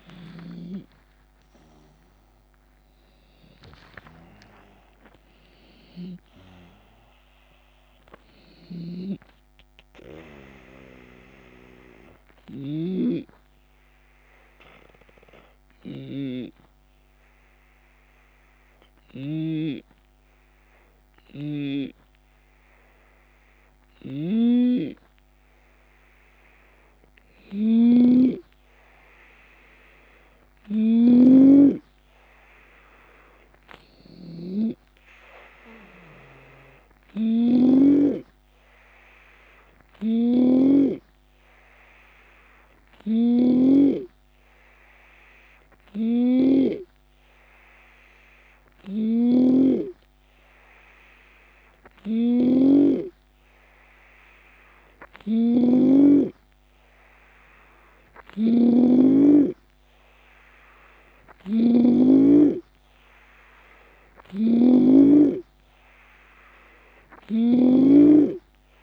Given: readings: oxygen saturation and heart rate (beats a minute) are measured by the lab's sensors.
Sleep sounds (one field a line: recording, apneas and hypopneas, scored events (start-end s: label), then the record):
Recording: breathing in sleep by a microphone on the trachea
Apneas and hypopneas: 1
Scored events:
0.00-4.00 s: arousal
0.00-12.50 s: drop in pulse transit time (device-marked, heart rate 75 extreme)
8.00-19.00 s: snoring (device-marked)
12.00-26.00 s: hypopnea (oxygen 94% before, 90% lowest, heart rate 76 before, 68 extreme, up 5 after)
23.50-37.50 s: snoring (device-marked)
31.50-44.50 s: drop in pulse transit time (device-marked, heart rate 71 before, 72 extreme)
35.00-38.50 s: arousal
39.50-68.83 s: snoring (device-marked)
59.50-68.83 s: drop in pulse transit time (device-marked, heart rate 72 before, 75 extreme)
From the record:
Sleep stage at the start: N2 (light sleep)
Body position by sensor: on the left side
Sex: male